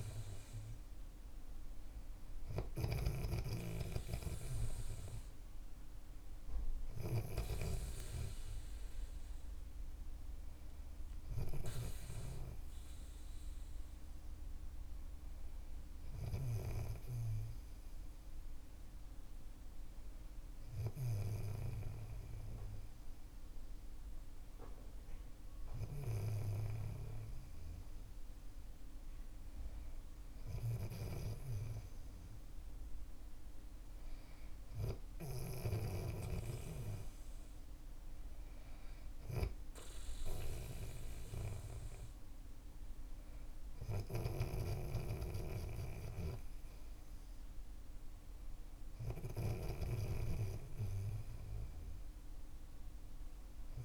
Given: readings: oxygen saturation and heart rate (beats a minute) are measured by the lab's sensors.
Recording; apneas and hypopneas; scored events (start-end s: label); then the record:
breathing in sleep by a room microphone; none
2.50-7.50 s: snoring (device-marked)
31.00-35.50 s: snoring (device-marked)
37.00-53.85 s: new sleep stage, N3 (deep sleep)
44.00-53.85 s: snoring (device-marked)
From the record:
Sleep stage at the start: N2 (light sleep); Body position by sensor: on the back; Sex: male